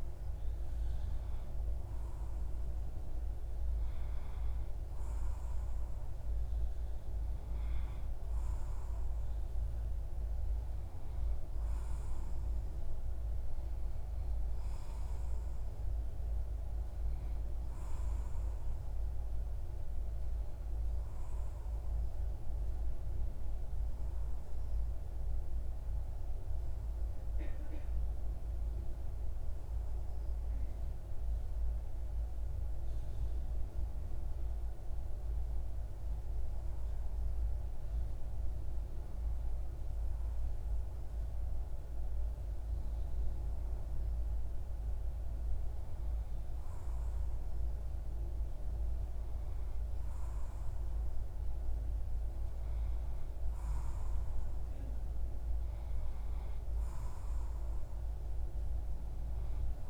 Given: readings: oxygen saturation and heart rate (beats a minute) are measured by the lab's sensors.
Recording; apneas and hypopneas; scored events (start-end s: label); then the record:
breathing in sleep, hard to hear, by a room microphone; 1
24.50-37.00 s: obstructive apnea (oxygen 94% before, 93% lowest, heart rate 62 before, 53 extreme, up 1 after)
39.50-43.00 s: arousal
From the record:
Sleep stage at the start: N2 (light sleep); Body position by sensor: on the left side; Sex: male